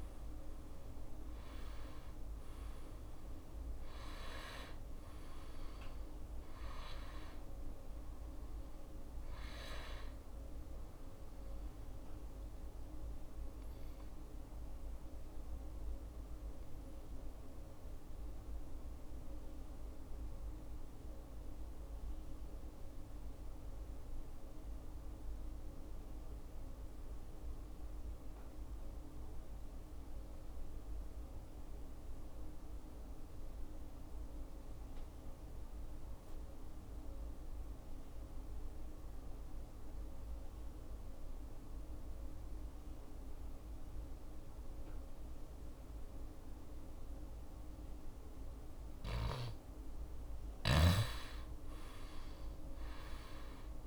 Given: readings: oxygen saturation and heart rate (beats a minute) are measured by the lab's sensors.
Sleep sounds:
breathing in sleep, hard to hear, by a room microphone; 1
0.00-1.00 s: arousal
0.00-32.00 s: oxygen desaturation (device-marked, oxygen 84% lowest, heart rate 63 extreme)
13.00-48.00 s: mixed apnea (oxygen 98% before, 82% lowest, heart rate 68 before, 63 extreme, up 6 after)
42.00-53.87 s: oxygen desaturation (device-marked, oxygen 99% before, 82% lowest, heart rate 65 before, 65 extreme)
50.50-53.87 s: arousal
From the record:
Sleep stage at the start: N2 (light sleep); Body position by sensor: on the back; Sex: male

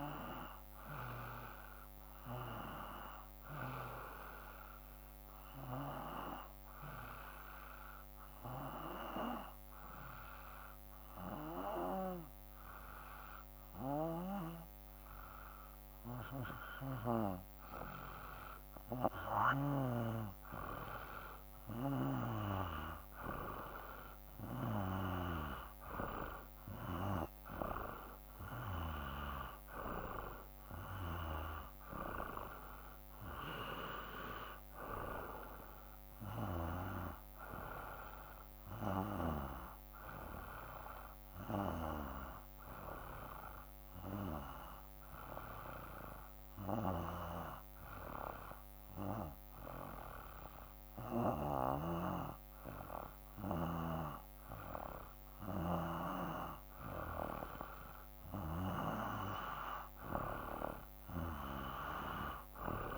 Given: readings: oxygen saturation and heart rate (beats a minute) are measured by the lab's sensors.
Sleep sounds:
breathing in sleep by a microphone on the trachea; 2
0.00-1.50 s: arousal
3.50-16.50 s: hypopnea (oxygen 94% before, 91% lowest, heart rate 57 before, 55 extreme, up 1 after)
18.00-22.50 s: arousal
21.50-37.50 s: oxygen desaturation (device-marked, oxygen 95% before, 91% lowest, heart rate 55 before, 54 extreme)
43.50-55.00 s: hypopnea (oxygen 95% before, 91% lowest, heart rate 56 before, 54 extreme, up 2 after)
57.50-61.50 s: arousal
From the record:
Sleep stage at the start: N2 (light sleep); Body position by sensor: on the back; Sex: male

